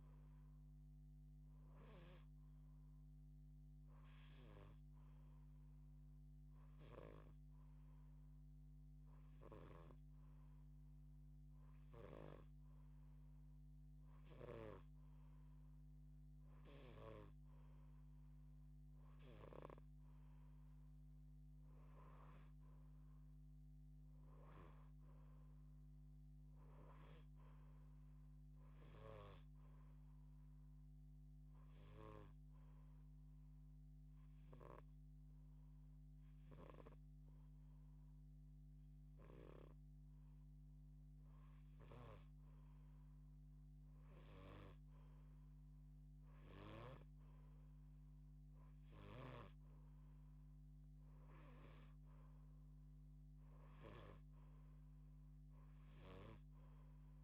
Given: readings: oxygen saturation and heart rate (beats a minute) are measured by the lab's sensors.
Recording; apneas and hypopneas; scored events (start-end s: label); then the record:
breathing in sleep by a microphone on the trachea; 2
4.00-15.00 s: hypopnea (oxygen 91% before, 88% lowest)
6.00-11.50 s: snoring (device-marked)
17.50-22.00 s: arousal
30.50-40.50 s: hypopnea (oxygen 91% before, 88% lowest)
41.00-46.50 s: snoring (device-marked)
43.00-48.00 s: arousal
From the record:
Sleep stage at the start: N2 (light sleep); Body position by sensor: on the left side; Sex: female